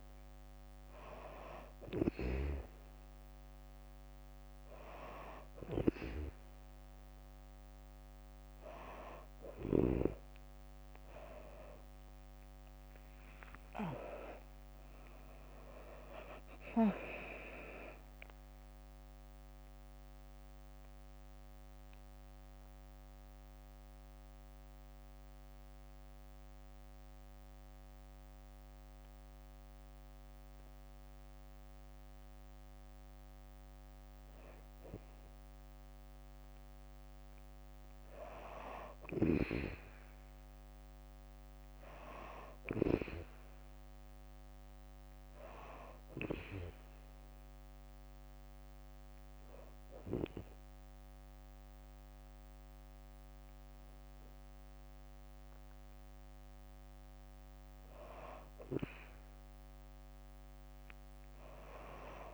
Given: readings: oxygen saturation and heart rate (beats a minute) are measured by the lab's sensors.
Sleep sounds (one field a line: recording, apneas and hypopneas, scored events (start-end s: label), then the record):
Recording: breathing in sleep by a microphone on the trachea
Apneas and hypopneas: 2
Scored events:
0.00-2.00 s: snoring (device-marked)
0.50-9.50 s: oxygen desaturation (device-marked, oxygen 96% before, 93% lowest, heart rate 67 before, 63 extreme)
12.00-16.00 s: arousal
12.50-14.50 s: long interval between heartbeats (device-marked, heart rate 68 before, 96 extreme)
14.50-30.50 s: drop in pulse transit time (device-marked, heart rate 71 before, 63 extreme)
19.00-31.50 s: obstructive apnea (oxygen 96% before, 93% lowest, heart rate 78 before, 63 extreme, up 5 after)
33.50-37.50 s: arousal
46.50-58.50 s: oxygen desaturation (device-marked, oxygen 98% before, 93% lowest, heart rate 66 before, 64 extreme)
47.50-57.50 s: hypopnea (oxygen 98% before, 92% lowest, heart rate 67 before, 64 extreme, up 9 after)
From the record:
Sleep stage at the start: N2 (light sleep)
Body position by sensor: on the back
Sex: female